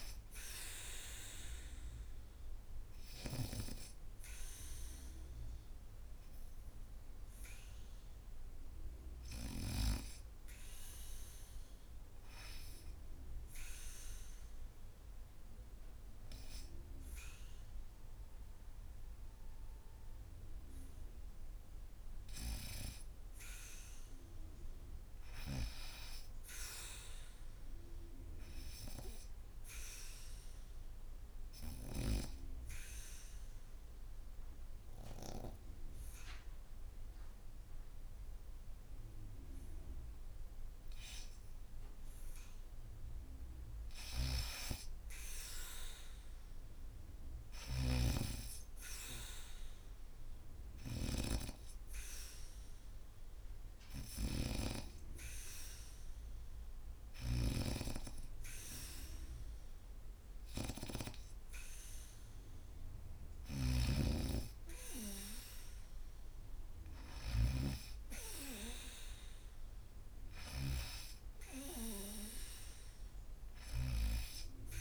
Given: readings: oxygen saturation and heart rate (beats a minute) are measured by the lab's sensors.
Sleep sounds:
breathing in sleep by a room microphone; 3
0.00-13.00 s: oxygen desaturation (device-marked, oxygen 75% lowest, heart rate 73 extreme)
6.00-9.50 s: arousal
11.00-22.50 s: obstructive apnea (oxygen 97% before, 87% lowest, heart rate 80 before, 73 extreme, up 0 after)
25.00-28.00 s: arousal
32.00-43.00 s: obstructive apnea (oxygen 100% before, 87% lowest, heart rate 75 before, 74 extreme, up 2 after)
35.00-49.00 s: oxygen desaturation (device-marked, oxygen 97% before, 89% lowest, heart rate 75 before, 74 extreme)
46.00-48.50 s: arousal
52.50-62.50 s: hypopnea (oxygen 97% before, 87% lowest, heart rate 75 before, 78 extreme, up 2 after)
53.50-57.00 s: snoring (device-marked)
61.00-68.00 s: oxygen desaturation (device-marked, oxygen 94% before, 87% lowest, heart rate 76 before, 78 extreme)
63.00-67.00 s: snoring (device-marked)
65.50-69.50 s: arousal
From the record:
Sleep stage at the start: N2 (light sleep); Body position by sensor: on the back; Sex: female

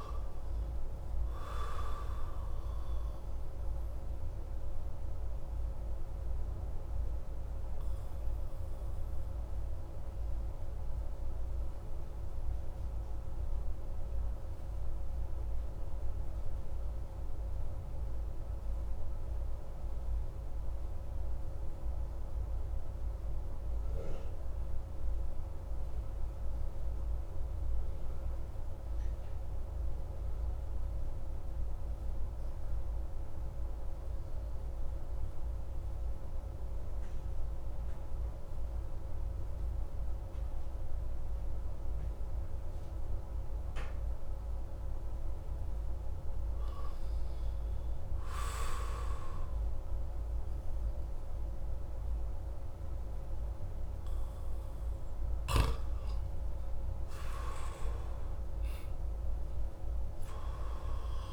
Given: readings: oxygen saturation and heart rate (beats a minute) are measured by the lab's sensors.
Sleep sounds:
breathing in sleep, hard to hear, by a room microphone; 1
0.00-25.00 s: oxygen desaturation (device-marked, oxygen 91% lowest)
6.00-46.00 s: obstructive apnea (oxygen 97% before, 89% lowest)
47.50-51.00 s: arousal
51.00-61.32 s: oxygen desaturation (device-marked, oxygen 97% before, 89% lowest)
From the record:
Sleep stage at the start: N2 (light sleep); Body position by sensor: on the back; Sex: male

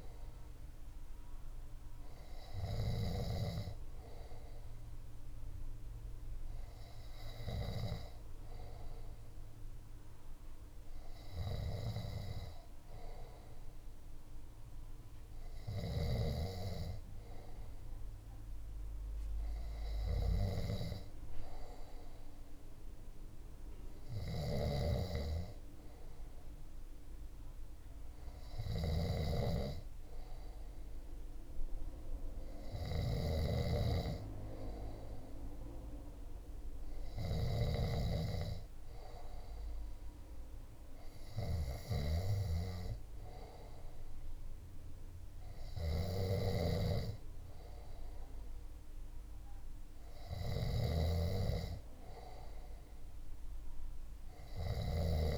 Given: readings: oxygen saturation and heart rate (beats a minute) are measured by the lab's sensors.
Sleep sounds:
breathing in sleep by a room microphone; none
24.00-29.00 s: snoring (device-marked)
46.00-55.00 s: snoring (device-marked)
From the record:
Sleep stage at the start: N2 (light sleep); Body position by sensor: on the left side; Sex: male

